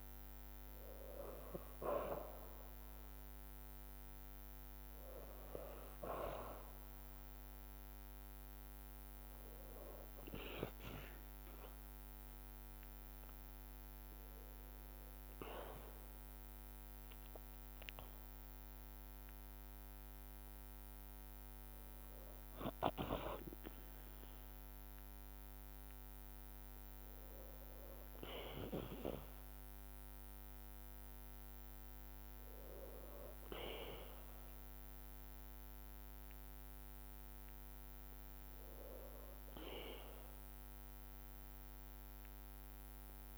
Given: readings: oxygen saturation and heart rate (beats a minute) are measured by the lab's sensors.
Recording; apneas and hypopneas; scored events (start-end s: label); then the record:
breathing in sleep by a microphone on the trachea; none
0.00-5.50 s: drop in pulse transit time (device-marked, heart rate 53 extreme)
0.00-21.50 s: oxygen desaturation (device-marked, oxygen 88% lowest, heart rate 52 extreme)
17.50-29.50 s: drop in pulse transit time (device-marked, heart rate 54 before, 52 extreme)
23.00-27.00 s: arousal
From the record:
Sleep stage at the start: N2 (light sleep); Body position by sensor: on the back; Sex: female